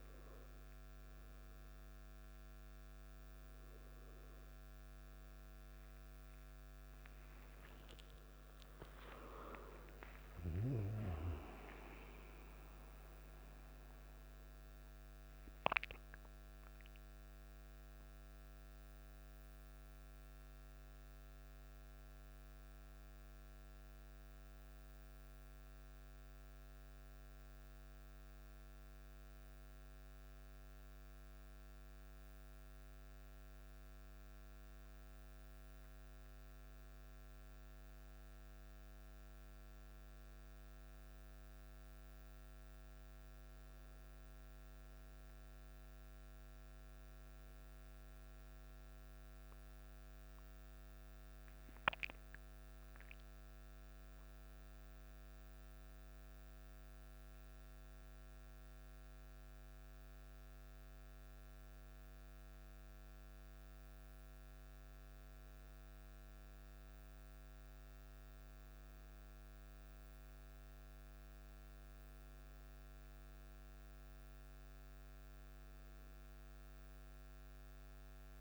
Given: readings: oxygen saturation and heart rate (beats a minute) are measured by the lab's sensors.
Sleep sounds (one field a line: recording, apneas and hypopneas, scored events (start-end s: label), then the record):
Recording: breathing in sleep by a microphone on the trachea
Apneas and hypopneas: none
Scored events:
8.50-14.50 s: arousal
From the record:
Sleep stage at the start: N1 (lightest sleep)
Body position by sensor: on the back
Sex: male